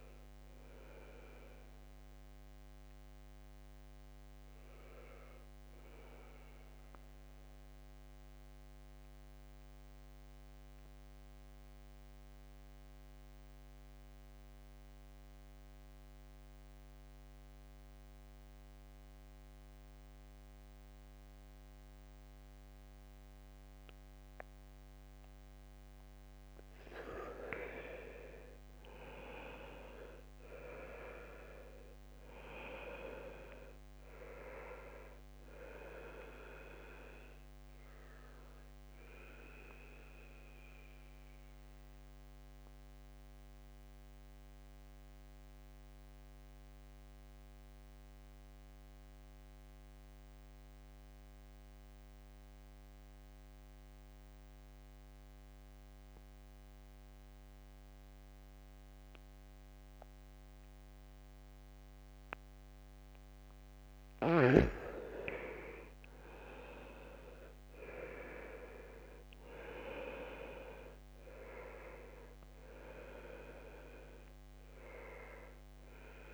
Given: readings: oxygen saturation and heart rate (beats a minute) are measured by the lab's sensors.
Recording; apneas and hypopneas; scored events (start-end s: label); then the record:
breathing in sleep by a microphone on the trachea; 2
0.00-14.50 s: oxygen desaturation (device-marked, oxygen 86% lowest, heart rate 65 extreme)
2.00-25.50 s: mixed apnea (oxygen 97% before, 83% lowest, heart rate 69 before, 63 extreme)
27.00-30.00 s: arousal
27.50-56.50 s: oxygen desaturation (device-marked, oxygen 99% before, 83% lowest, heart rate 69 before, 63 extreme)
36.50-62.50 s: mixed apnea (oxygen 99% before, 82% lowest, heart rate 68 before, 63 extreme, up 0 after)
64.50-68.50 s: arousal
66.50-76.33 s: oxygen desaturation (device-marked, oxygen 99% before, 82% lowest, heart rate 68 before, 63 extreme)
From the record:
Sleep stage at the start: N2 (light sleep); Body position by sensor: on the back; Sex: male